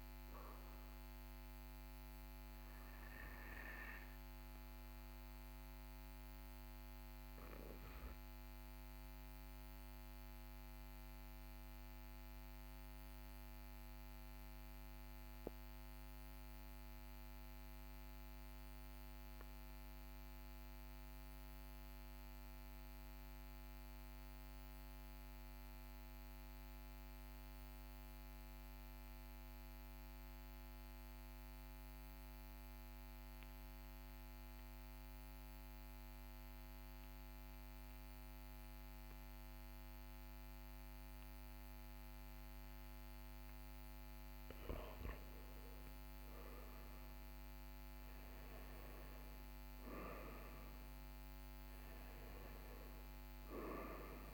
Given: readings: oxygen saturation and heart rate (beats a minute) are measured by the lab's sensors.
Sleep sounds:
breathing in sleep, hard to hear, by a microphone on the trachea; 1
0.00-13.50 s: oxygen desaturation (device-marked, oxygen 93% lowest, heart rate 37 extreme)
1.00-42.50 s: obstructive apnea (oxygen 99% before, 89% lowest, heart rate 40 before, 37 extreme, up 3 after)
43.50-54.34 s: oxygen desaturation (device-marked, oxygen 96% before, 93% lowest, heart rate 40 before, 38 extreme)
44.00-49.50 s: arousal
From the record:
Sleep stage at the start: N2 (light sleep); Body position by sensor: on the back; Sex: male

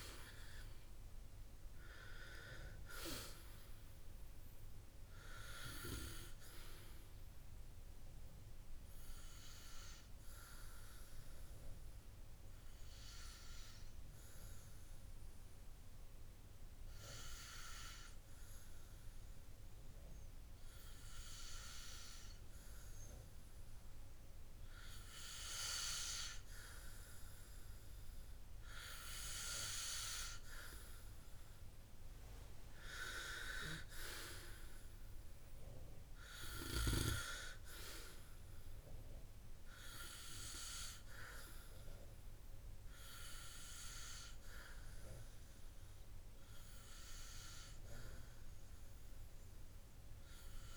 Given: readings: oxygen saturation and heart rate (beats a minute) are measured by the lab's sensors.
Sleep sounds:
breathing in sleep by a room microphone; 1
0.00-3.50 s: arousal
11.50-26.00 s: hypopnea (oxygen 98% before, 95% lowest, heart rate 65 before, 58 extreme, up 7 after)
29.50-32.00 s: arousal
From the record:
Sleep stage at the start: N2 (light sleep); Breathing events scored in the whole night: 220 in 4.2 hours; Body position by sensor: on the back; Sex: male

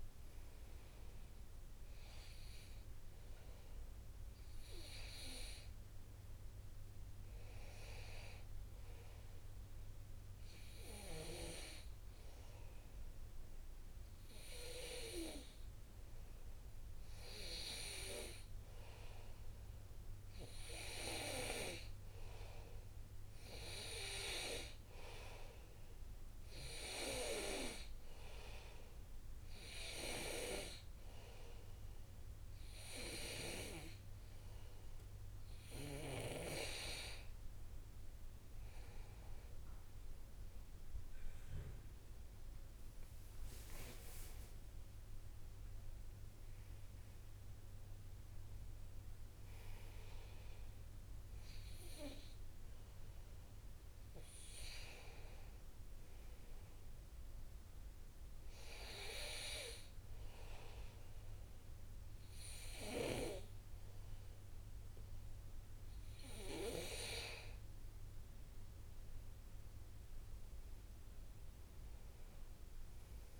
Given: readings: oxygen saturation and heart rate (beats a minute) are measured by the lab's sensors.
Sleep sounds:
breathing in sleep by a room microphone; 2
10.50-23.00 s: obstructive apnea (oxygen 97% before, 95% lowest, heart rate 69 before, 65 extreme, up 4 after)
24.50-28.00 s: arousal
43.00-47.50 s: arousal
57.50-69.00 s: hypopnea (oxygen 96% before, 93% lowest, heart rate 71 before, 59 extreme, up 7 after)
72.00-73.40 s: arousal
From the record:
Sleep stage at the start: N2 (light sleep); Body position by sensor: on the back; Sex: male

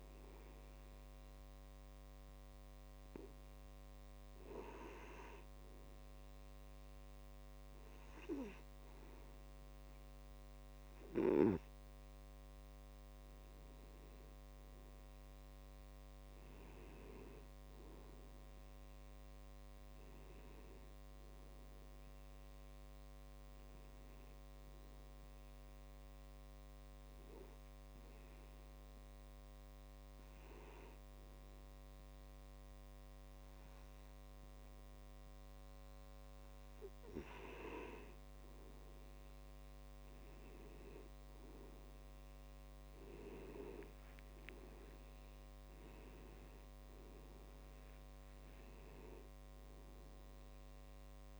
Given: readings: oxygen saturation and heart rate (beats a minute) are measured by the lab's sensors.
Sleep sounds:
breathing in sleep by a microphone on the trachea; 1
21.00-24.50 s: arousal
26.00-36.00 s: hypopnea (oxygen 95% before, 93% lowest, heart rate 56 before, 27 extreme, up 55 after)
35.50-51.40 s: new sleep stage, N1 (lightest sleep)
40.00-43.00 s: arousal
From the record:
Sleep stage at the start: N2 (light sleep); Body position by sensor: on the back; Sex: male

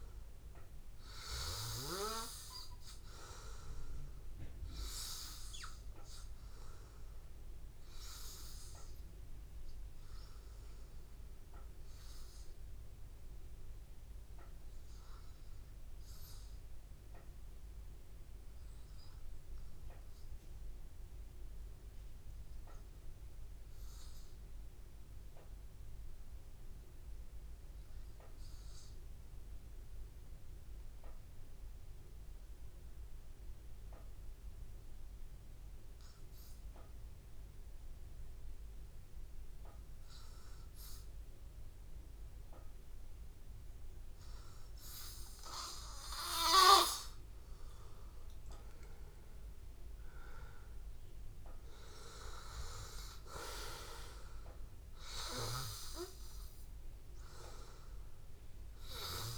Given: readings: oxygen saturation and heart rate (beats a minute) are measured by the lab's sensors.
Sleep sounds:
breathing in sleep by a room microphone; 1
0.00-18.00 s: oxygen desaturation (device-marked, oxygen 92% lowest, heart rate 81 extreme)
7.50-43.50 s: hypopnea (oxygen 97% before, 92% lowest, heart rate 83 before, 80 extreme, up 2 after)
45.00-48.50 s: arousal
50.00-59.37 s: oxygen desaturation (device-marked, oxygen 96% before, 93% lowest, heart rate 81 before, 82 extreme)
From the record:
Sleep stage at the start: N2 (light sleep); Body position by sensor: on the back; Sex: male

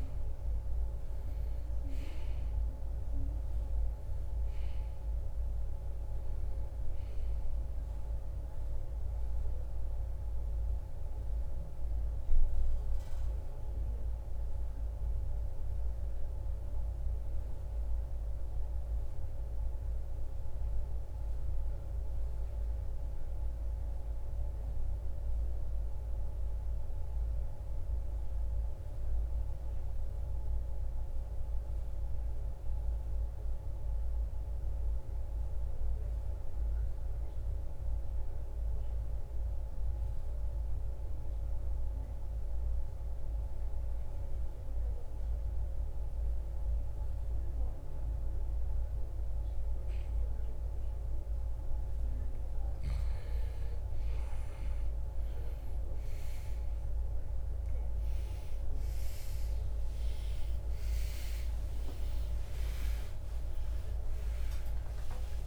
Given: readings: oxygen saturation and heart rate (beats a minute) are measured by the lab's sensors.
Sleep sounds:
breathing in sleep, hard to hear, by a room microphone; 1
8.50-35.50 s: oxygen desaturation (device-marked, oxygen 94% before, 82% lowest, heart rate 76 before, 48 extreme)
11.50-52.00 s: mixed apnea (oxygen 96% before, 82% lowest, heart rate 77 before, 48 extreme, up 19 after)
56.50-65.47 s: oxygen desaturation (device-marked, oxygen 97% before, 94% lowest, heart rate 56 before, 68 extreme)
58.50-65.00 s: arousal
From the record:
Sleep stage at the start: N2 (light sleep); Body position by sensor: on the right side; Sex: male

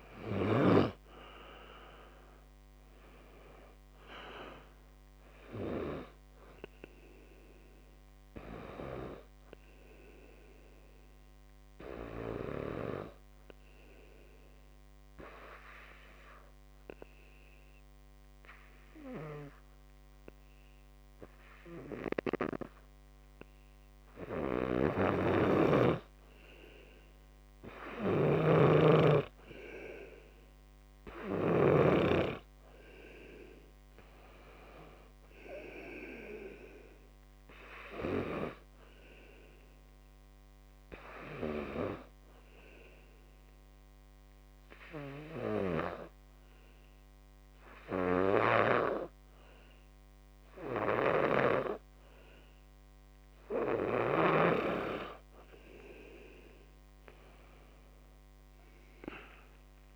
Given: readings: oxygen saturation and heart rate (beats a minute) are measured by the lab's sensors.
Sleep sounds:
breathing in sleep by a microphone on the trachea; 2
0.00-1.00 s: arousal
3.50-26.50 s: oxygen desaturation (device-marked, oxygen 96% before, 89% lowest, heart rate 59 before, 52 extreme)
10.00-24.50 s: obstructive apnea (oxygen 96% before, 87% lowest, heart rate 61 before, 52 extreme, up 5 after)
25.50-32.00 s: snoring (device-marked)
27.50-30.50 s: arousal
35.50-55.50 s: oxygen desaturation (device-marked, oxygen 96% before, 87% lowest, heart rate 59 before, 52 extreme)
39.50-53.00 s: obstructive apnea (oxygen 96% before, 87% lowest, heart rate 60 before, 53 extreme, up 16 after)
56.00-59.96 s: arousal
From the record:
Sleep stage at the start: N2 (light sleep); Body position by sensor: on the back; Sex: male

